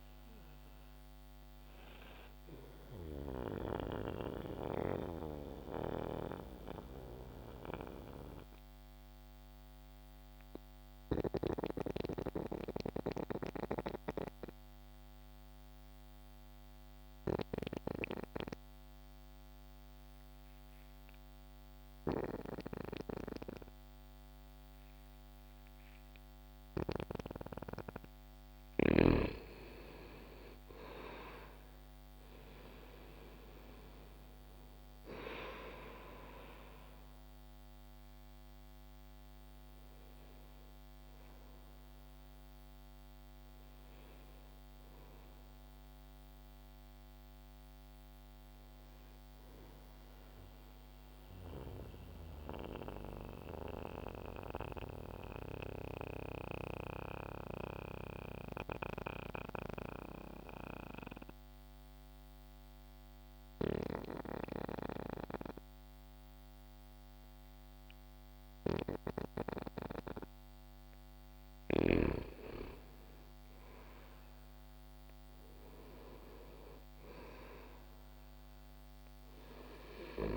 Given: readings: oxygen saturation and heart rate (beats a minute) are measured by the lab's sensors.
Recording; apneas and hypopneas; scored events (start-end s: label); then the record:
breathing in sleep by a microphone on the trachea; 2
0.00-17.50 s: oxygen desaturation (device-marked, oxygen 83% lowest)
3.50-28.00 s: mixed apnea (oxygen 98% before, 83% lowest, heart rate 42 before, 26 extreme, up 34 after)
29.50-33.00 s: arousal
29.50-47.50 s: oxygen desaturation (device-marked, oxygen 98% before, 86% lowest)
49.50-65.50 s: oxygen desaturation (device-marked, oxygen 90% before, 87% lowest)
50.50-71.00 s: mixed apnea (oxygen 98% before, 86% lowest)
71.50-75.50 s: arousal
From the record:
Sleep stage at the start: N2 (light sleep); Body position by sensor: on the back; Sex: male